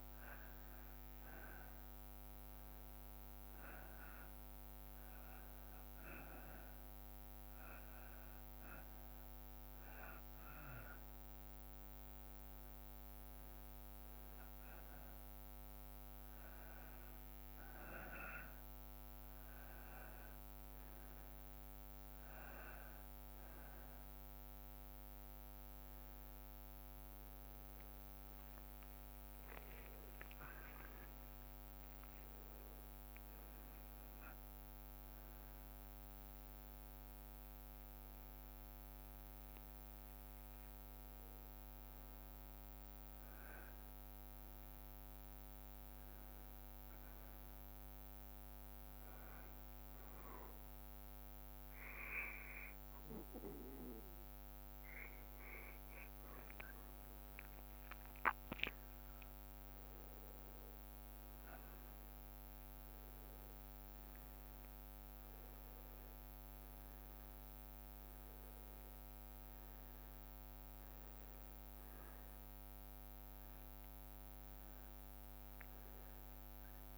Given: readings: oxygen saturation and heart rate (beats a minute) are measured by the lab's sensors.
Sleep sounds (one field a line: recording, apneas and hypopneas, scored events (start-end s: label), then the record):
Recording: breathing in sleep by a microphone on the trachea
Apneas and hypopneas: 1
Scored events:
30.50-35.00 s: arousal
31.00-33.00 s: long interval between heartbeats (device-marked, heart rate 58 before, 69 extreme)
45.50-56.50 s: hypopnea (oxygen 93% before, 91% lowest, heart rate 64 before, 57 extreme, up 3 after)
57.50-62.00 s: arousal
58.50-70.50 s: drop in pulse transit time (device-marked, heart rate 58 before, 58 extreme)
From the record:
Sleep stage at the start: N2 (light sleep)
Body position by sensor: on the back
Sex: male